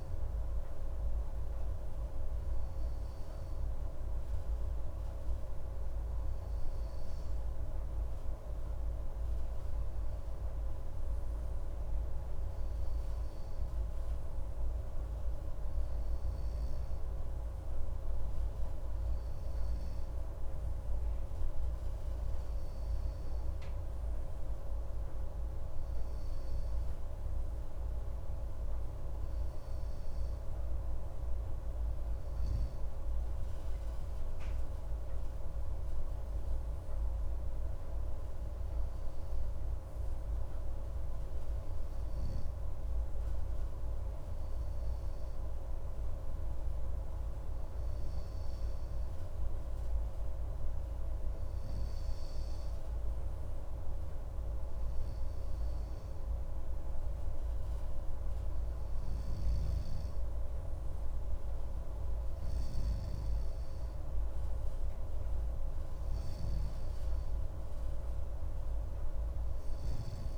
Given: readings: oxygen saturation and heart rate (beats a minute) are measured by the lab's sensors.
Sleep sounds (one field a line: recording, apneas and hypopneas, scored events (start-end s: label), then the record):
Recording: breathing in sleep, hard to hear, by a room microphone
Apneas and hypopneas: none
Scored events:
none scored
From the record:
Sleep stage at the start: N2 (light sleep)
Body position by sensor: on the left side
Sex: male